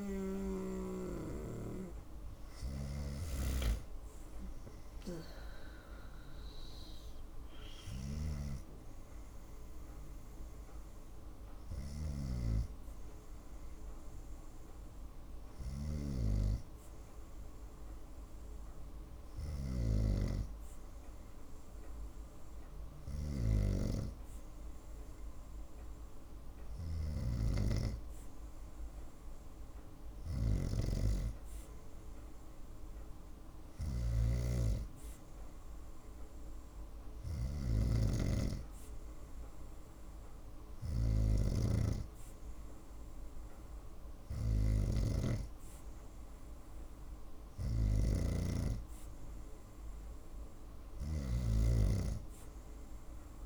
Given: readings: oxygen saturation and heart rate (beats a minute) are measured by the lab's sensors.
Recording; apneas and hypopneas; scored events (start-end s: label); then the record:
breathing in sleep by a room microphone; none
26.00-53.46 s: snoring (device-marked)
From the record:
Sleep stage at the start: N2 (light sleep); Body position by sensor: on the right side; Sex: female